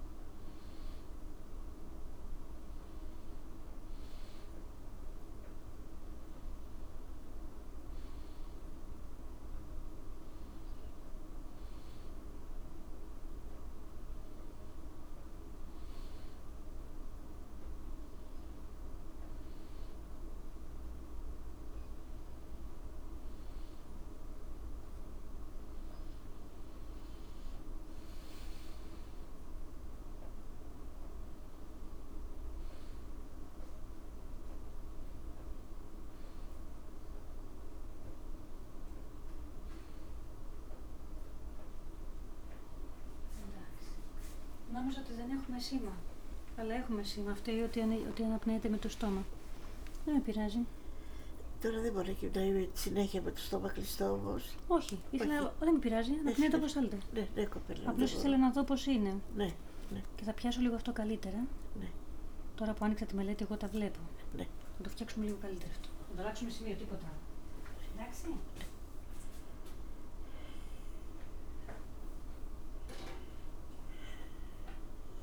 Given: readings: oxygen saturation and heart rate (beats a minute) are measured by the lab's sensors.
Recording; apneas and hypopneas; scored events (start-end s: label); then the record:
a person awake in a sleep study, by a room microphone; none
none scored
From the record:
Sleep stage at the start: awake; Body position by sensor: on the back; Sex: female